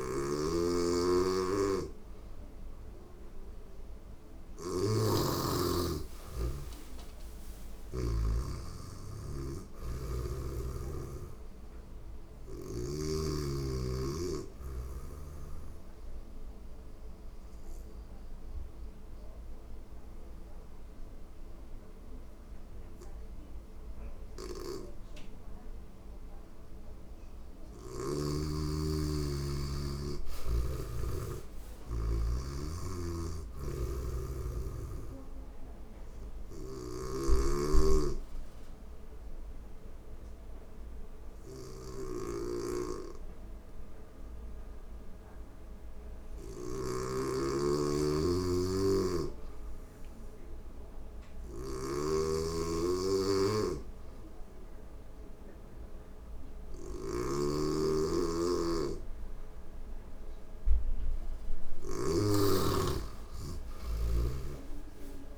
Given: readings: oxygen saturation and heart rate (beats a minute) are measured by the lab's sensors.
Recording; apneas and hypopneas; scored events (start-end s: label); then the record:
breathing in sleep by a room microphone; 2
0.00-7.50 s: snoring (device-marked)
6.00-17.00 s: oxygen desaturation (device-marked, oxygen 96% before, 92% lowest, heart rate 87 before, 86 extreme)
15.00-26.50 s: obstructive apnea (oxygen 97% before, 91% lowest, heart rate 88 before, 85 extreme, up 4 after)
28.50-32.50 s: arousal
32.00-61.50 s: snoring (device-marked)
37.00-47.00 s: obstructive apnea (oxygen 97% before, 91% lowest, heart rate 88 before, 85 extreme, up 1 after)
40.00-52.00 s: oxygen desaturation (device-marked, oxygen 97% before, 91% lowest, heart rate 88 before, 85 extreme)
52.50-56.50 s: arousal
62.00-65.38 s: oxygen desaturation (device-marked, oxygen 97% before, 92% lowest, heart rate 87 before, 86 extreme)
From the record:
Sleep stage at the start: N2 (light sleep); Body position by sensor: on the back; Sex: female